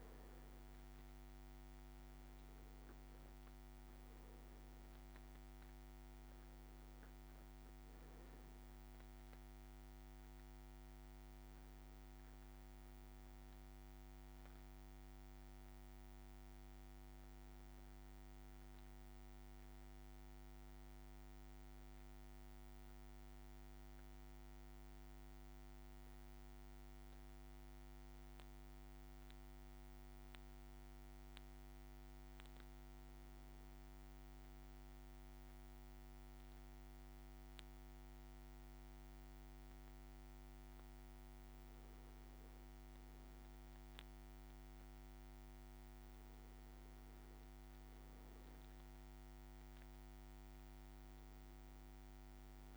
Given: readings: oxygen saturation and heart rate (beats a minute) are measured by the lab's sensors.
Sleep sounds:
breathing in sleep, hard to hear, by a microphone on the trachea; 1
8.50-12.50 s: arousal
20.00-38.50 s: hypopnea (oxygen 99% before, 97% lowest, heart rate 57 before, 56 extreme, up 2 after)
39.50-44.00 s: arousal
From the record:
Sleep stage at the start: N2 (light sleep); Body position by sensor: on the back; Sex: male

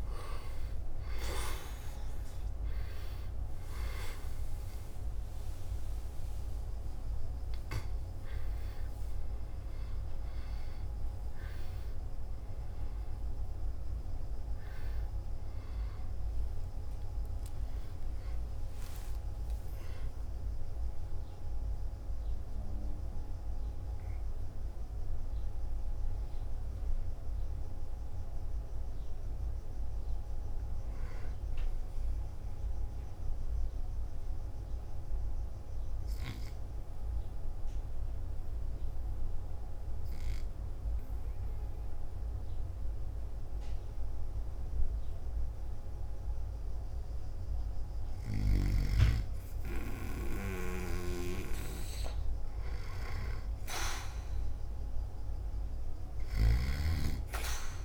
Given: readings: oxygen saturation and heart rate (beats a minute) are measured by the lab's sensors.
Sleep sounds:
breathing in sleep by a room microphone; 1
15.00-19.50 s: arousal
35.50-48.00 s: obstructive apnea (oxygen 95% before, 92% lowest, heart rate 62 before, 48 extreme, up 0 after)
38.50-48.50 s: oxygen desaturation (device-marked, oxygen 95% before, 92% lowest, heart rate 61 before, 48 extreme)
50.50-57.85 s: snoring (device-marked)
52.50-56.00 s: arousal
From the record:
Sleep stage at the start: N2 (light sleep); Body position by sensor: on the back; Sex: male

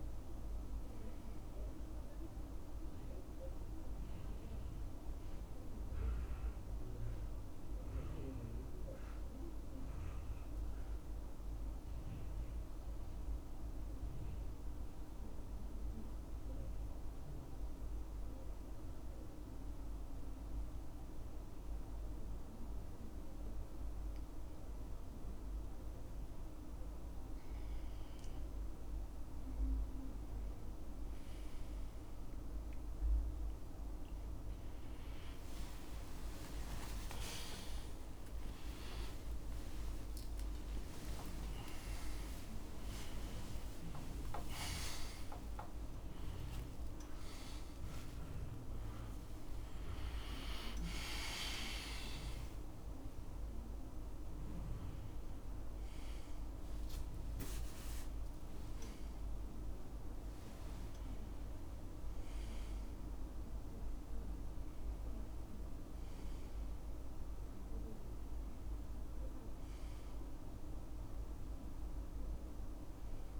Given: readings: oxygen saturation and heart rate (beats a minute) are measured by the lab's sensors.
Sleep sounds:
a person partly awake in a sleep study, hard to hear, by a room microphone; 1
0.00-27.50 s: oxygen desaturation (device-marked, oxygen 93% lowest, heart rate 68 extreme)
16.50-28.50 s: obstructive apnea (oxygen 98% before, 93% lowest, heart rate 70 before, 70 extreme, up 8 after)
35.50-39.50 s: tachycardia (device-marked, heart rate 69 before, 101 extreme)
36.50-38.50 s: long interval between heartbeats (device-marked, heart rate 72 before, 89 extreme)
37.50-67.50 s: new sleep stage, awake
39.00-41.00 s: long interval between heartbeats (device-marked, heart rate 74 before, 101 extreme)
67.50-73.40 s: new sleep stage, N1 (lightest sleep)
From the record:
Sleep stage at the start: N2 (light sleep); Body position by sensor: on the right side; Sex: male

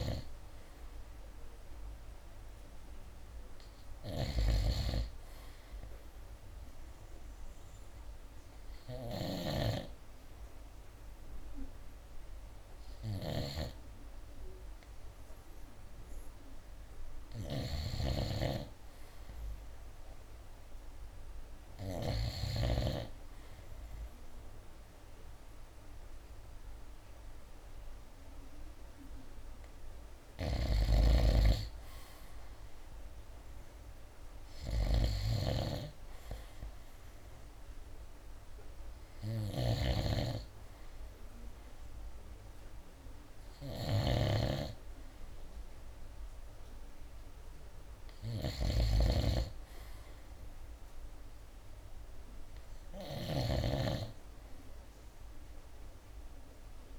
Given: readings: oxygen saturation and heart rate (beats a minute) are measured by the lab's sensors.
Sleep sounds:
breathing in sleep by a room microphone; 1
0.00-6.50 s: oxygen desaturation (device-marked, oxygen 88% lowest, heart rate 67 extreme)
0.00-22.50 s: snoring (device-marked)
6.50-17.00 s: hypopnea (oxygen 94% before, 91% lowest, heart rate 71 before, 68 extreme, up 1 after)
18.50-22.50 s: arousal
27.50-36.50 s: oxygen desaturation (device-marked, oxygen 94% before, 91% lowest, heart rate 70 before, 68 extreme)
30.50-56.99 s: snoring (device-marked)
From the record:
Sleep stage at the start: N2 (light sleep); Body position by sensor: on the right side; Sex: male

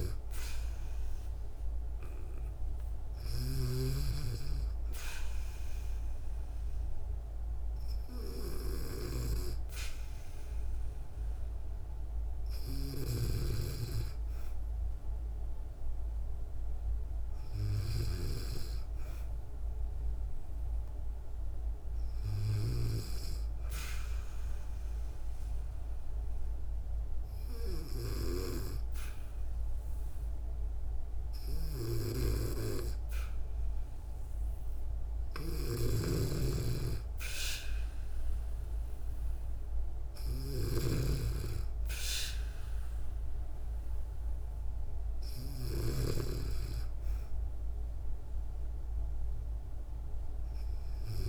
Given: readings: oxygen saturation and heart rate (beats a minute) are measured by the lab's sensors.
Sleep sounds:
breathing in sleep by a room microphone; 1
0.00-3.00 s: snoring (device-marked)
23.50-34.50 s: obstructive apnea (oxygen 96% before, 93% lowest, heart rate 64 before, 62 extreme, up 2 after)
35.00-45.50 s: snoring (device-marked)
37.00-40.00 s: arousal
From the record:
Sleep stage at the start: N2 (light sleep); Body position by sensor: on the back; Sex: female

